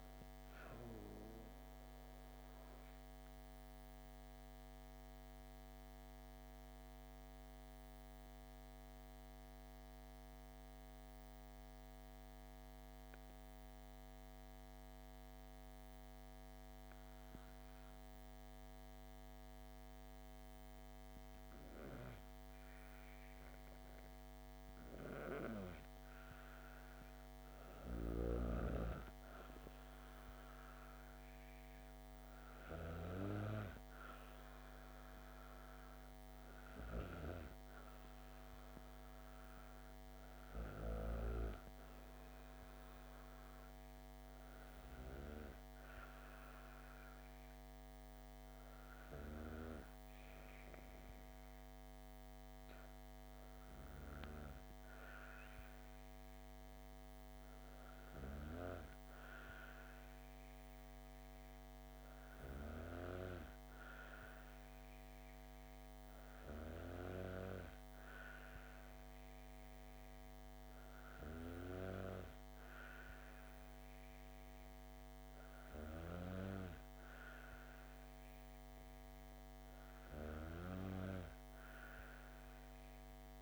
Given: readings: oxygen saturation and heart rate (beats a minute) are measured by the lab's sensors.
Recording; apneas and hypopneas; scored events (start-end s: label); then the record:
breathing in sleep by a microphone on the trachea; 2
0.00-7.50 s: oxygen desaturation (device-marked, oxygen 91% lowest, heart rate 60 extreme)
4.00-26.50 s: obstructive apnea (oxygen 99% before, 91% lowest)
26.50-46.50 s: oxygen desaturation (device-marked, oxygen 97% before, 93% lowest)
28.00-31.50 s: arousal
48.00-58.50 s: hypopnea (oxygen 97% before, 93% lowest)
59.50-63.00 s: arousal
From the record:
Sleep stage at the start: N2 (light sleep); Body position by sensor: on the back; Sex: female